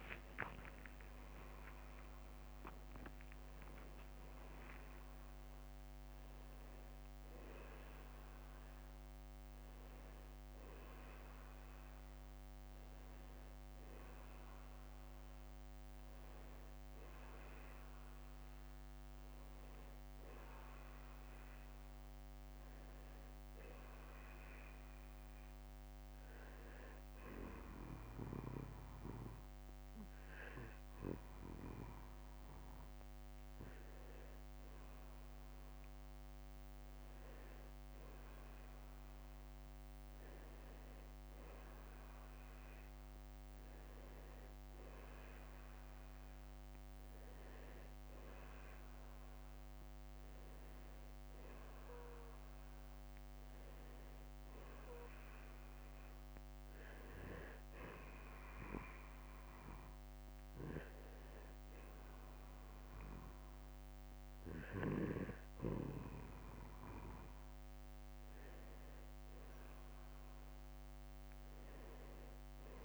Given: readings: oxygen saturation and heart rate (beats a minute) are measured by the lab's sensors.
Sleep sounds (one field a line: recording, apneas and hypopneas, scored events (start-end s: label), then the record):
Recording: a person partly awake in a sleep study, by a microphone on the trachea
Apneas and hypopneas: none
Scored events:
3.00-33.00 s: new sleep stage, N1 (lightest sleep)
29.00-31.00 s: long interval between heartbeats (device-marked, heart rate 54 before, 55 extreme)
33.00-72.85 s: new sleep stage, N2 (light sleep)
From the record:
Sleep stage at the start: awake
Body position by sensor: on the back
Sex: male